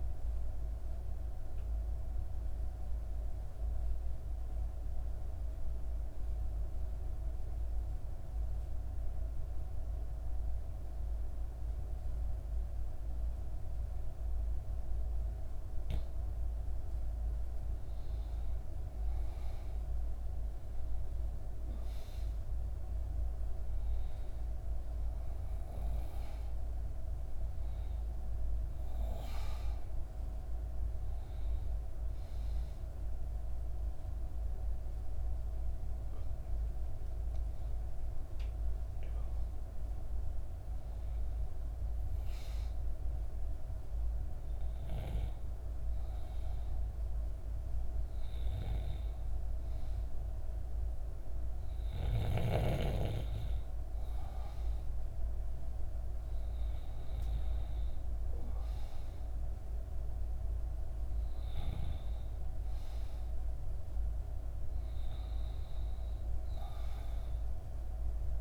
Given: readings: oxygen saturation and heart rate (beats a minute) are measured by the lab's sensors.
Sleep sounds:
breathing in sleep, hard to hear, by a room microphone; 1
0.50-15.50 s: obstructive apnea (oxygen 97% before, 89% lowest, heart rate 66 before, 58 extreme, up 5 after)
13.50-39.50 s: oxygen desaturation (device-marked, oxygen 97% before, 89% lowest, heart rate 59 before, 62 extreme)
17.50-21.00 s: arousal
33.50-63.50 s: new sleep stage, N1 (lightest sleep)
63.50-67.00 s: arousal
63.50-68.41 s: new sleep stage, N2 (light sleep)
From the record:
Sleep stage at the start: N2 (light sleep); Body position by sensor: on the back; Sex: female

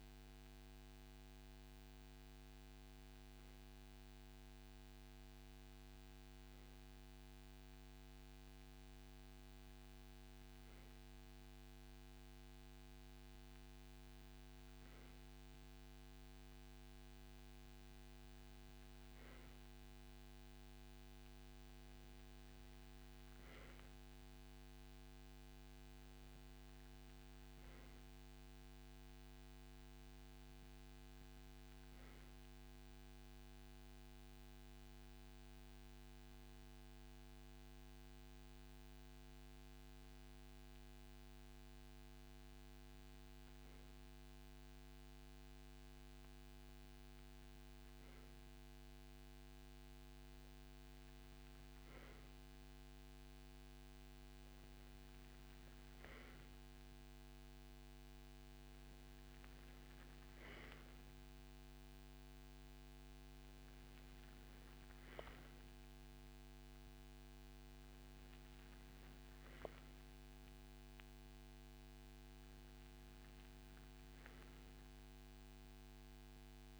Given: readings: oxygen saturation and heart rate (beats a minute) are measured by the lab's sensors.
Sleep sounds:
breathing in sleep, hard to hear, by a microphone on the trachea; 1
24.50-29.00 s: arousal
33.00-44.00 s: hypopnea (oxygen 93% before, 94% lowest, heart rate 84 before, 81 extreme, up 1 after)
46.50-50.50 s: arousal
From the record:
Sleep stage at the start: N2 (light sleep); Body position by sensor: on the right side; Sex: male

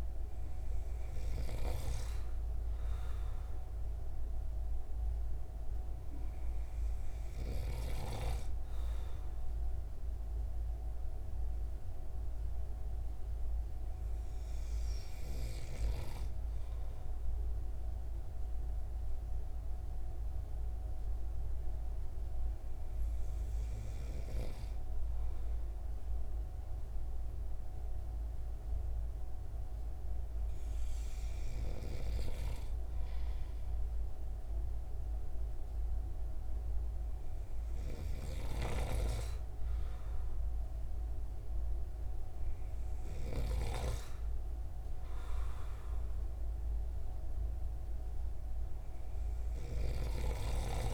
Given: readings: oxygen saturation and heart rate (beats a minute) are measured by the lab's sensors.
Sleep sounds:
breathing in sleep by a room microphone; 1
18.50-32.00 s: hypopnea (oxygen 96% before, 95% lowest)
34.00-37.50 s: arousal
38.00-43.50 s: snoring (device-marked)
From the record:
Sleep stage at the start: N2 (light sleep); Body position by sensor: on the right side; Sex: male

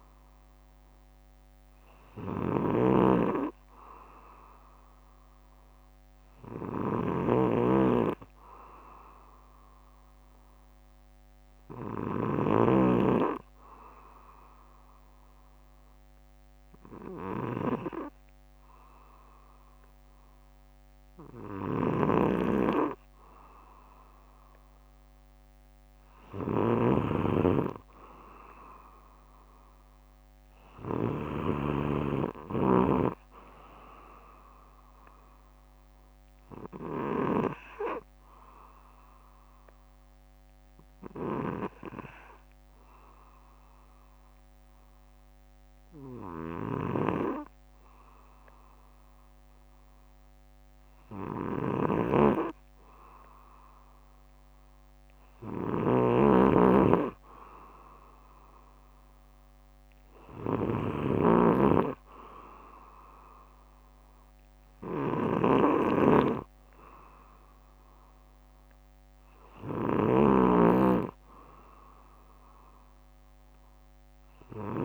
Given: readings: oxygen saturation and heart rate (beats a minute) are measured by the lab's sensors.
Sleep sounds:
breathing in sleep by a microphone on the trachea; 1
0.00-13.00 s: snoring (device-marked)
3.00-13.00 s: bradycardia (device-marked, heart rate 62 before, 48 extreme)
21.50-32.00 s: snoring (device-marked)
31.00-34.50 s: arousal
36.50-52.00 s: obstructive apnea (oxygen 94% before, 92% lowest, heart rate 63 before, 56 extreme, up 10 after)
48.00-50.00 s: bradycardia (device-marked, heart rate 62 before, 60 extreme)
54.50-58.00 s: arousal
55.50-74.85 s: snoring (device-marked)
58.00-60.00 s: bradycardia (device-marked, heart rate 62 before, 61 extreme)
From the record:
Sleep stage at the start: N2 (light sleep); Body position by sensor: on the back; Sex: male

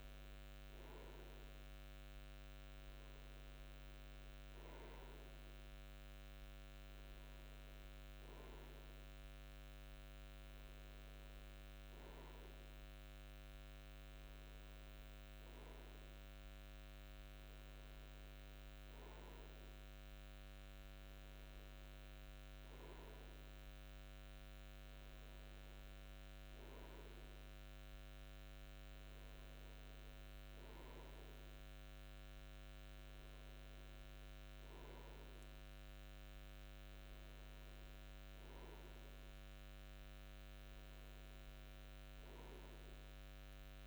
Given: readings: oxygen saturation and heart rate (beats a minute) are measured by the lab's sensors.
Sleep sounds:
breathing in sleep, hard to hear, by a microphone on the trachea; none
none scored
From the record:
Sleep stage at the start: N2 (light sleep); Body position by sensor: on the front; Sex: male

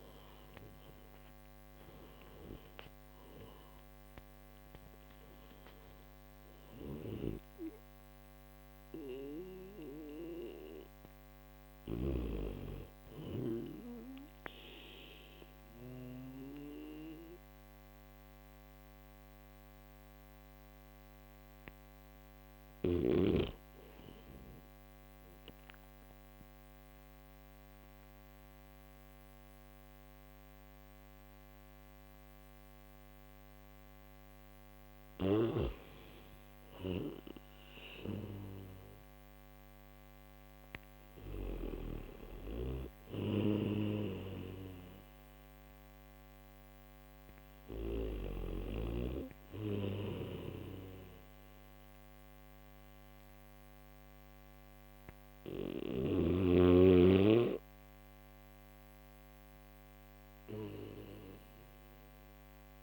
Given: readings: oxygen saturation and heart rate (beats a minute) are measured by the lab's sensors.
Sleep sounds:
breathing in sleep by a microphone on the trachea; none
34.50-41.00 s: snoring (device-marked)
40.50-60.50 s: oxygen desaturation (device-marked, oxygen 98% before, 95% lowest, heart rate 72 before, 65 extreme)
From the record:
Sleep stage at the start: N1 (lightest sleep); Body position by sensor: on the back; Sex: male

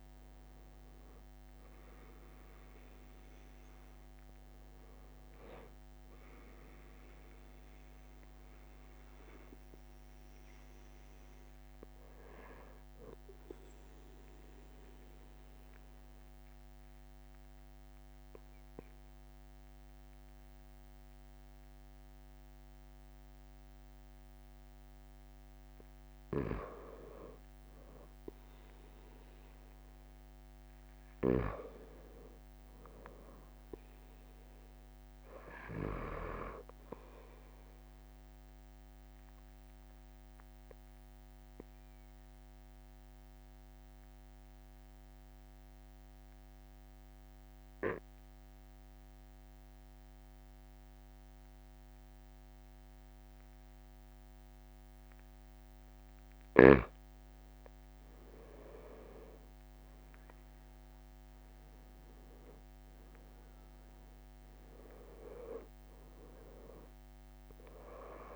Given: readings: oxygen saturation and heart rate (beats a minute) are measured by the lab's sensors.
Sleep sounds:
breathing in sleep by a microphone on the trachea; 2
5.00-7.00 s: long interval between heartbeats (device-marked, heart rate 40 before, 27 extreme)
8.00-25.00 s: oxygen desaturation (device-marked, oxygen 95% before, 92% lowest)
11.50-13.50 s: long interval between heartbeats (device-marked)
12.50-26.00 s: central apnea (oxygen 96% before, 92% lowest)
19.00-68.36 s: new sleep stage, N2 (light sleep)
28.00-33.50 s: arousal
30.50-32.50 s: long interval between heartbeats (device-marked, heart rate 34 before, 46 extreme)
39.50-55.50 s: obstructive apnea (oxygen 97% before, 92% lowest)
57.00-59.00 s: long interval between heartbeats (device-marked, heart rate 37 before, 39 extreme)
59.00-63.50 s: arousal
63.50-65.50 s: long interval between heartbeats (device-marked)
From the record:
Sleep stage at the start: N1 (lightest sleep); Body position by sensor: on the right side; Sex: male

